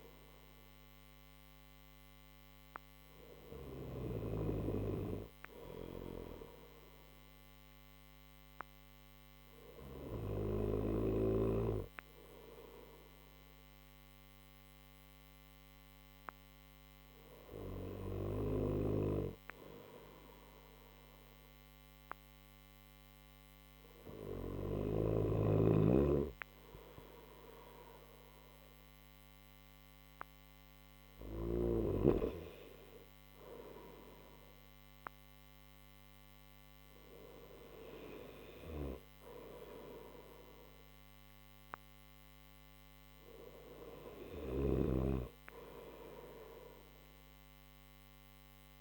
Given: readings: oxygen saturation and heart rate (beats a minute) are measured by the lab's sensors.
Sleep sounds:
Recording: breathing in sleep by a microphone on the trachea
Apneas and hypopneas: none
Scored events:
27.00-48.81 s: new sleep stage, N3 (deep sleep)
43.50-48.81 s: snoring (device-marked)
From the record:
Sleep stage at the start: N1 (lightest sleep)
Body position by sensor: on the right side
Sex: male

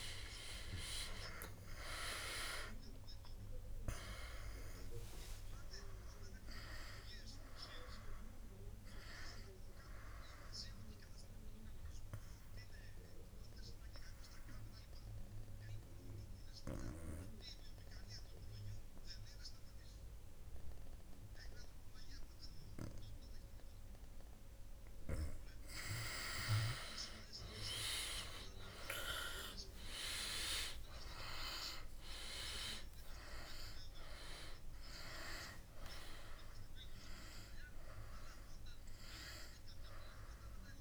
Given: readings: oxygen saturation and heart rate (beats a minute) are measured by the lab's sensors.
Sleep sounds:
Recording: breathing in sleep by a room microphone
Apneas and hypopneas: 1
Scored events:
0.50-4.50 s: arousal
2.00-30.00 s: oxygen desaturation (device-marked, oxygen 95% before, 87% lowest, heart rate 70 before, 63 extreme)
11.00-25.50 s: obstructive apnea (oxygen 97% before, 86% lowest, heart rate 73 before, 64 extreme, up 2 after)
30.00-35.00 s: arousal
From the record:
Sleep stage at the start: N2 (light sleep)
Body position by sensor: on the back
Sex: male

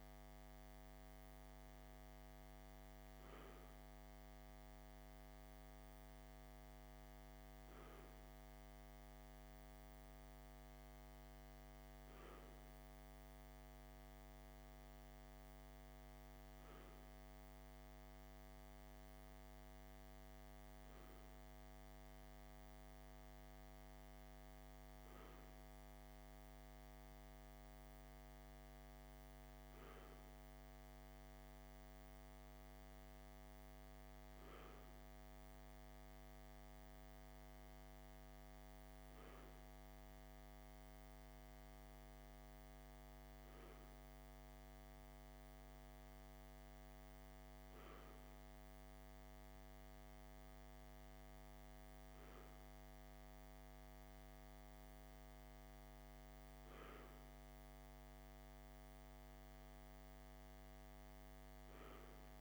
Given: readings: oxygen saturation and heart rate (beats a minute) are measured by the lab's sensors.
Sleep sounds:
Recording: breathing in sleep, hard to hear, by a microphone on the trachea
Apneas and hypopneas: none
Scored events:
none scored
From the record:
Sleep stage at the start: N2 (light sleep)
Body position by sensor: on the left side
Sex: male

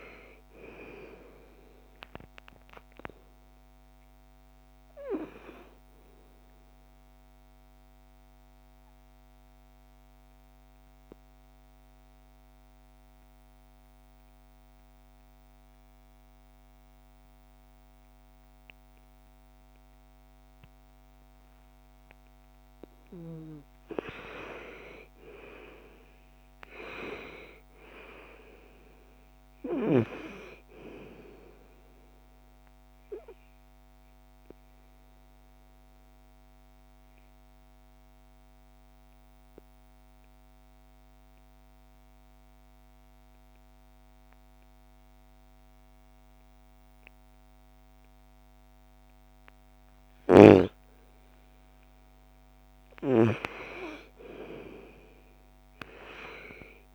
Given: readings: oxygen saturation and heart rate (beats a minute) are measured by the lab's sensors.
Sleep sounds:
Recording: breathing in sleep by a microphone on the trachea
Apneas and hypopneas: 2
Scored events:
0.00-14.50 s: oxygen desaturation (device-marked, oxygen 89% lowest, heart rate 55 extreme)
5.50-22.00 s: obstructive apnea (oxygen 97% before, 86% lowest, heart rate 62 before, 55 extreme, up 13 after)
23.00-27.00 s: arousal
23.50-41.50 s: oxygen desaturation (device-marked, oxygen 98% before, 86% lowest, heart rate 59 before, 39 extreme)
32.50-48.50 s: obstructive apnea (oxygen 98% before, 86% lowest, heart rate 59 before, 39 extreme, up 0 after)
50.00-54.00 s: arousal
52.50-56.95 s: oxygen desaturation (device-marked, oxygen 98% before, 89% lowest, heart rate 57 before, 54 extreme)
From the record:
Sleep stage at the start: N2 (light sleep)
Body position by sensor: on the right side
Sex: female

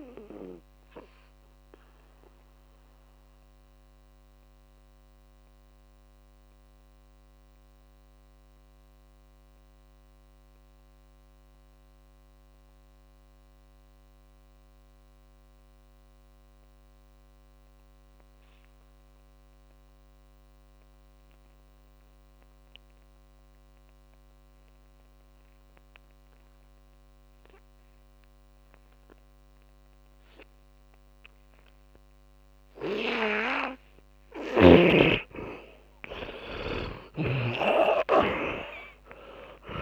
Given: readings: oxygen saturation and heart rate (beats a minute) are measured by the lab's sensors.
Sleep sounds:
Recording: breathing in sleep by a microphone on the trachea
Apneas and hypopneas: 1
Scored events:
0.00-24.00 s: oxygen desaturation (device-marked, oxygen 76% lowest, heart rate 48 extreme)
2.00-34.50 s: mixed apnea (oxygen 100% before, 76% lowest, heart rate 67 before, 49 extreme, up 50 after)
31.00-39.81 s: oxygen desaturation (device-marked, oxygen 100% before, 81% lowest, heart rate 56 before, 47 extreme)
37.50-39.81 s: arousal
From the record:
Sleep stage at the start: N2 (light sleep)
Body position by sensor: on the back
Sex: male

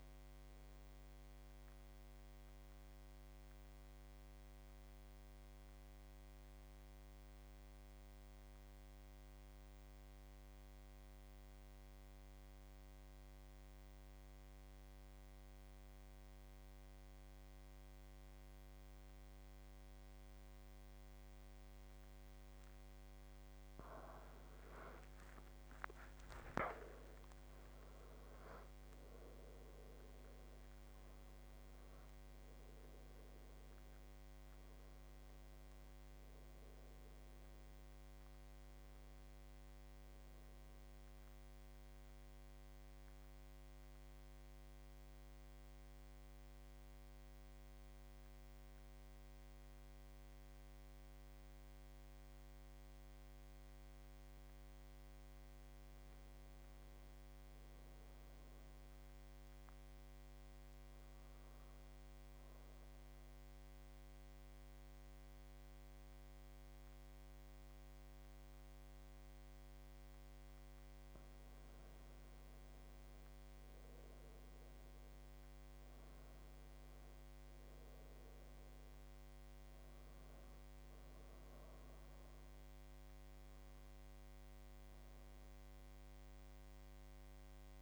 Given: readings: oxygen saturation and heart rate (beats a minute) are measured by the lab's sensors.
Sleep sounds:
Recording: breathing in sleep, hard to hear, by a microphone on the trachea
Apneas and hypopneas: 2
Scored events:
0.00-5.00 s: oxygen desaturation (device-marked, oxygen 89% lowest, heart rate 60 extreme)
1.50-23.00 s: mixed apnea (oxygen 95% before, 85% lowest, heart rate 82 before, 60 extreme, up 25 after)
25.00-29.00 s: arousal
29.00-49.00 s: oxygen desaturation (device-marked, oxygen 97% before, 85% lowest, heart rate 74 before, 63 extreme)
41.50-55.00 s: central apnea (oxygen 97% before, 85% lowest, heart rate 87 before, 63 extreme, up 19 after)
57.00-60.50 s: arousal
67.00-72.00 s: oxygen desaturation (device-marked, oxygen 97% before, 92% lowest, heart rate 74 before, 70 extreme)
73.50-77.50 s: arousal
77.00-87.82 s: oxygen desaturation (device-marked, oxygen 94% before, 89% lowest, heart rate 80 before, 68 extreme)
From the record:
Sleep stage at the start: N2 (light sleep)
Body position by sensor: on the back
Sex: male

